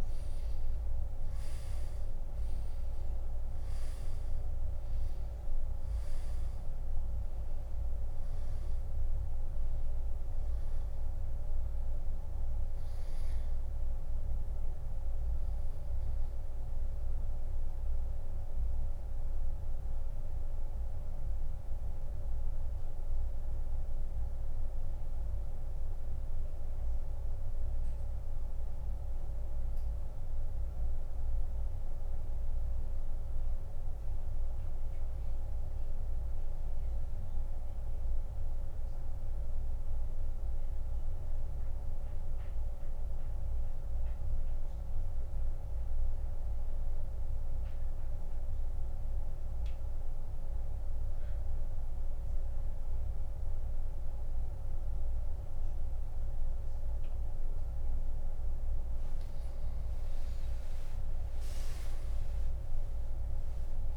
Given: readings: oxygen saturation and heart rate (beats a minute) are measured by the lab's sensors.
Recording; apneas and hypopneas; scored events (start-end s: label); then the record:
breathing in sleep, hard to hear, by a room microphone; 1
8.50-11.50 s: oxygen desaturation (device-marked, oxygen 96% before, 93% lowest, heart rate 101 before, 66 extreme)
18.50-58.00 s: central apnea (oxygen 97% before, 86% lowest, heart rate 101 before, 66 extreme, up 12 after)
22.50-47.50 s: oxygen desaturation (device-marked, oxygen 94% before, 86% lowest, heart rate 95 before, 66 extreme)
61.00-63.97 s: arousal
From the record:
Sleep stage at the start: N2 (light sleep); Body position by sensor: on the back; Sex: male